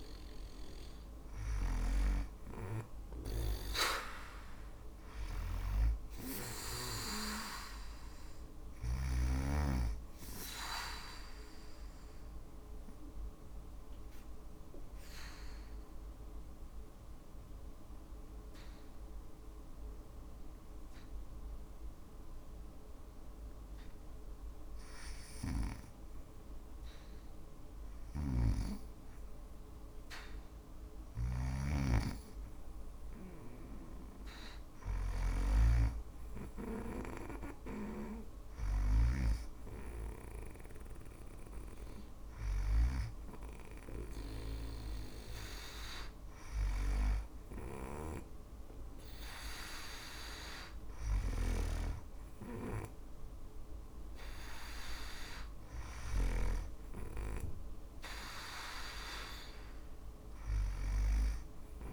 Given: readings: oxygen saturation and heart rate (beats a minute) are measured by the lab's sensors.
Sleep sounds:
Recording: breathing in sleep by a room microphone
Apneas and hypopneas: 1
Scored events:
0.00-3.00 s: arousal
14.00-27.00 s: obstructive apnea (oxygen 96% before, 93% lowest, heart rate 59 before, 55 extreme, up 2 after)
27.00-55.50 s: snoring (device-marked)
30.00-34.00 s: arousal
37.50-52.50 s: oxygen desaturation (device-marked, oxygen 97% before, 93% lowest, heart rate 56 before, 55 extreme)
55.00-58.00 s: arousal
From the record:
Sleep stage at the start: N2 (light sleep)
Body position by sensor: on the back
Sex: female

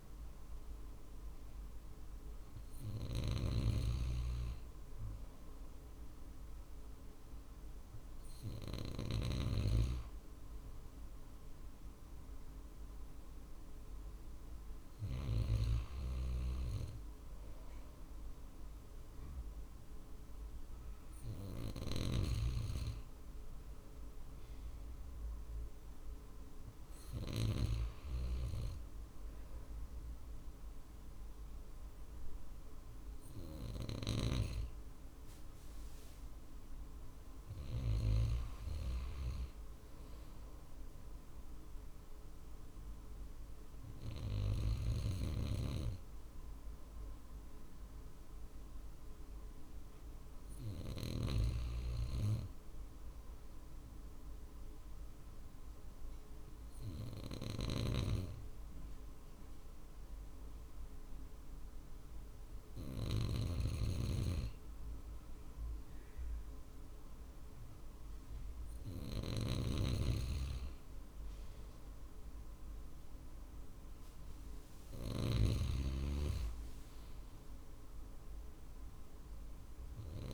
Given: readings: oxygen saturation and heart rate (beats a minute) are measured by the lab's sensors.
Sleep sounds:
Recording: breathing in sleep by a room microphone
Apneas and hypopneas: 1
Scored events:
2.50-8.50 s: snoring (device-marked)
15.00-28.00 s: drop in pulse transit time (device-marked, heart rate 50 before, 51 extreme)
53.00-66.00 s: hypopnea (oxygen 95% before, 94% lowest, heart rate 51 before, 50 extreme, up 0 after)
57.00-80.34 s: snoring (device-marked)
68.50-71.00 s: arousal
78.00-80.34 s: drop in pulse transit time (device-marked, heart rate 50 before, 50 extreme)
From the record:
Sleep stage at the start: N2 (light sleep)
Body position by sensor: on the right side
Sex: male

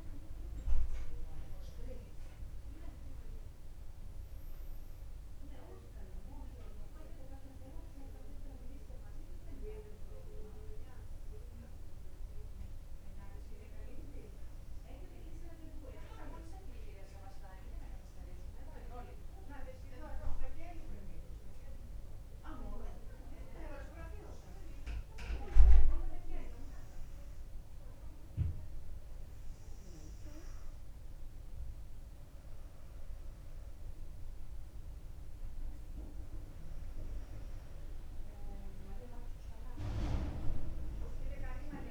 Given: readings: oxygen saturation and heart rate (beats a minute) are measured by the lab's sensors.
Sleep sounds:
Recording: a person awake in a sleep study, by a room microphone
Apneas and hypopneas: none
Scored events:
0.00-4.50 s: drop in pulse transit time (device-marked, heart rate 62 extreme)
36.50-41.91 s: new sleep stage, N1 (lightest sleep)
From the record:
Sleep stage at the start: awake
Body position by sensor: on the back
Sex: female

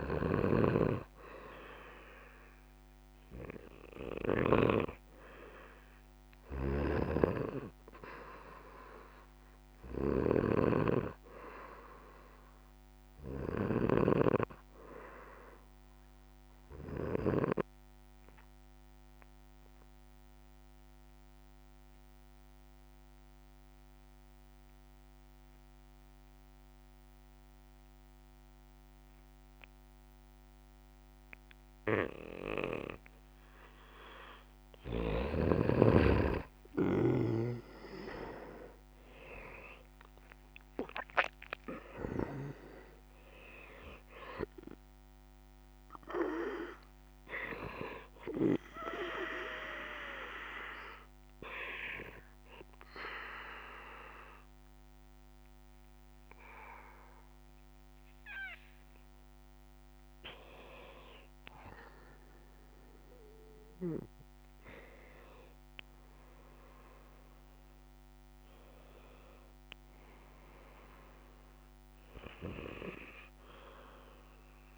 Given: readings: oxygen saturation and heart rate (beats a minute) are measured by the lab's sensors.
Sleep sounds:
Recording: breathing in sleep by a microphone on the trachea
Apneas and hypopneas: 2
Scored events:
0.00-14.50 s: snoring (device-marked)
18.50-34.50 s: obstructive apnea (oxygen 95% before, 88% lowest, heart rate 68 before, 60 extreme, up 11 after)
31.50-60.50 s: oxygen desaturation (device-marked, oxygen 95% before, 88% lowest, heart rate 67 before, 60 extreme)
37.00-41.00 s: arousal
51.00-61.50 s: obstructive apnea (oxygen 95% before, 88% lowest, heart rate 71 before, 60 extreme, up 9 after)
64.00-68.00 s: arousal
From the record:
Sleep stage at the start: N2 (light sleep)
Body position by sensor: on the back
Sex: male

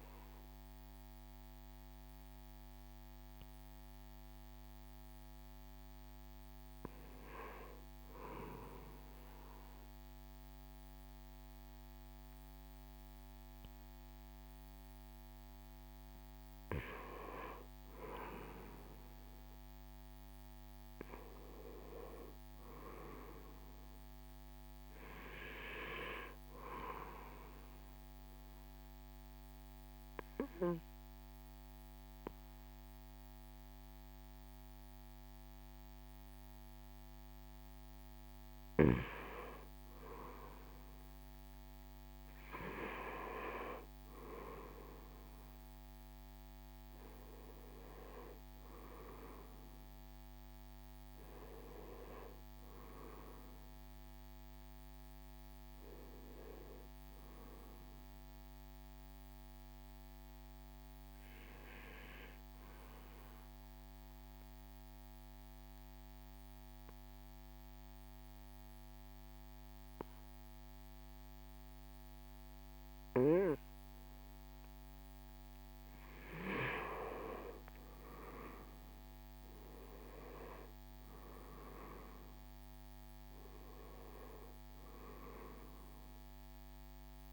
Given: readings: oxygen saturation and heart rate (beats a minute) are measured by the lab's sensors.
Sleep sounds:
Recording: breathing in sleep by a microphone on the trachea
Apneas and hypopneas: 2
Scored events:
0.00-10.00 s: oxygen desaturation (device-marked, oxygen 88% lowest, heart rate 62 extreme)
18.00-23.00 s: oxygen desaturation (device-marked, oxygen 95% before, 92% lowest, heart rate 65 before, 62 extreme)
21.50-25.50 s: arousal
27.50-39.00 s: obstructive apnea (oxygen 95% before, 86% lowest, heart rate 65 before, 62 extreme, up 3 after)
29.00-35.00 s: oxygen desaturation (device-marked, oxygen 93% before, 89% lowest, heart rate 66 before, 62 extreme)
42.00-45.50 s: arousal
48.00-65.00 s: oxygen desaturation (device-marked, oxygen 95% before, 88% lowest, heart rate 64 before, 62 extreme)
62.50-75.00 s: obstructive apnea (oxygen 95% before, 86% lowest, heart rate 68 before, 61 extreme, up 8 after)
77.00-81.50 s: arousal
78.00-87.33 s: oxygen desaturation (device-marked, oxygen 96% before, 86% lowest, heart rate 65 before, 61 extreme)
79.00-87.33 s: drop in pulse transit time (device-marked, heart rate 65 before, 65 extreme)
From the record:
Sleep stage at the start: N2 (light sleep)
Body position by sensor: on the right side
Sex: male

